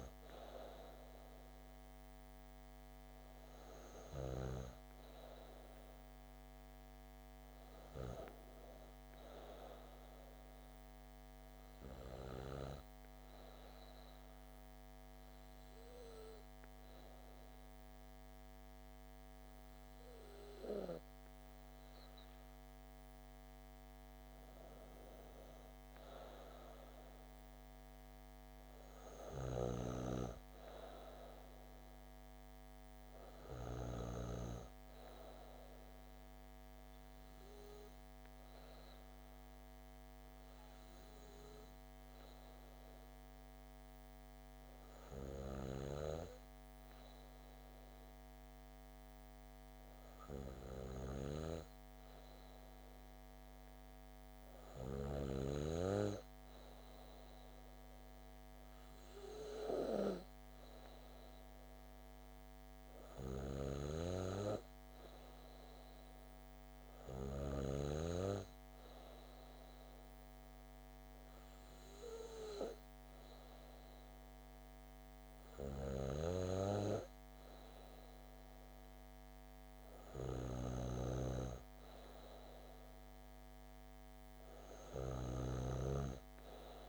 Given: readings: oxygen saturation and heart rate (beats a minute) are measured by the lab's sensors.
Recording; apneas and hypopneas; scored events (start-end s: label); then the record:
breathing in sleep by a microphone on the trachea; 2
0.00-9.00 s: oxygen desaturation (device-marked, oxygen 93% lowest, heart rate 90 extreme)
11.50-23.00 s: hypopnea (oxygen 96% before, 93% lowest, heart rate 133 before, 90 extreme, up 19 after)
24.00-27.00 s: arousal
38.50-50.00 s: hypopnea (oxygen 95% before, 93% lowest)
52.00-55.00 s: arousal
From the record:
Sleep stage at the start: N2 (light sleep); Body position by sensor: on the back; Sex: female